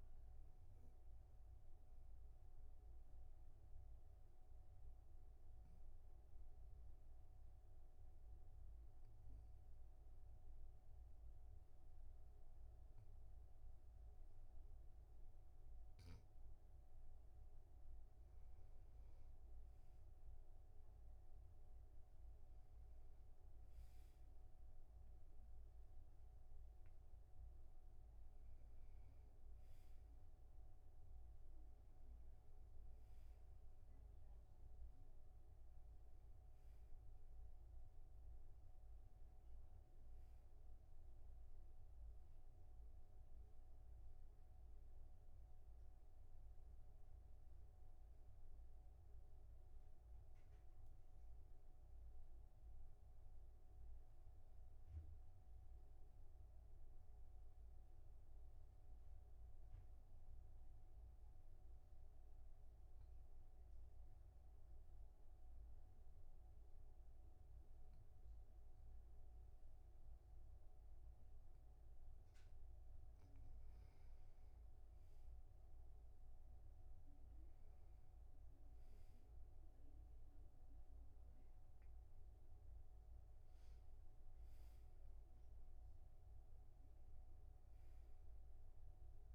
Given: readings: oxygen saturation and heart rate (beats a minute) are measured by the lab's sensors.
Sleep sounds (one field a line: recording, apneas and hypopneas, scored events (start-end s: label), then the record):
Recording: breathing in sleep, hard to hear, by a room microphone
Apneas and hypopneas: 2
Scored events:
1.00-18.00 s: obstructive apnea (oxygen 98% before, 95% lowest, heart rate 51 before, 44 extreme, up 3 after)
23.50-27.00 s: arousal
53.50-72.50 s: obstructive apnea (oxygen 98% before, 94% lowest, heart rate 50 before, 44 extreme, up 6 after)
74.00-77.50 s: arousal
79.50-89.35 s: oxygen desaturation (device-marked, oxygen 98% before, 94% lowest, heart rate 47 before, 42 extreme)
From the record:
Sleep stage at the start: N2 (light sleep)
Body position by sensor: on the back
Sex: male